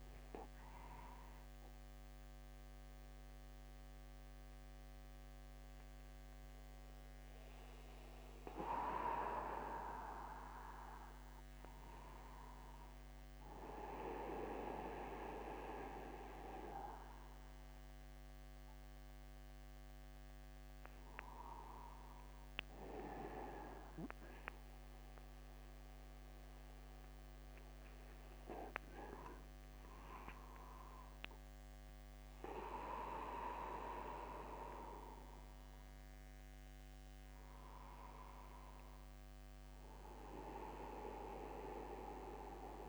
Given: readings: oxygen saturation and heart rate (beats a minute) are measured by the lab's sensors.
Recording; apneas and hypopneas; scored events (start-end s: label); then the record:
a person awake in a sleep study, by a microphone on the trachea; none
6.00-8.00 s: long interval between heartbeats (device-marked, heart rate 63 before, 59 extreme)
30.50-32.50 s: long interval between heartbeats (device-marked, heart rate 52 before, 59 extreme)
38.50-40.50 s: long interval between heartbeats (device-marked, heart rate 54 before, 59 extreme)
From the record:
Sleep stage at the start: awake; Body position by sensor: upright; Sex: male